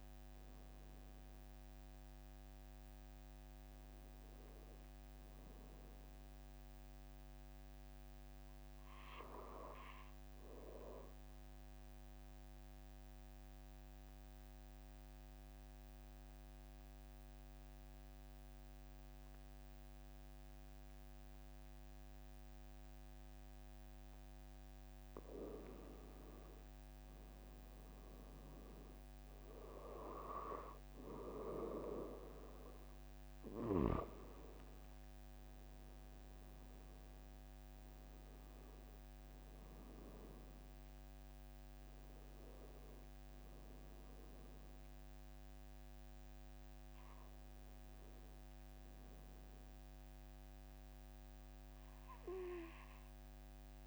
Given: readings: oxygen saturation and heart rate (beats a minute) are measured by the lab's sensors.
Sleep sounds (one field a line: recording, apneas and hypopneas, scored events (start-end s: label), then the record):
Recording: breathing in sleep by a microphone on the trachea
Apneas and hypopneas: 1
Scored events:
11.00-24.50 s: obstructive apnea (oxygen 97% before, 94% lowest, heart rate 44 before, 44 extreme, up 3 after)
25.50-30.50 s: arousal
From the record:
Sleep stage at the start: N2 (light sleep)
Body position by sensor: on the back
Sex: male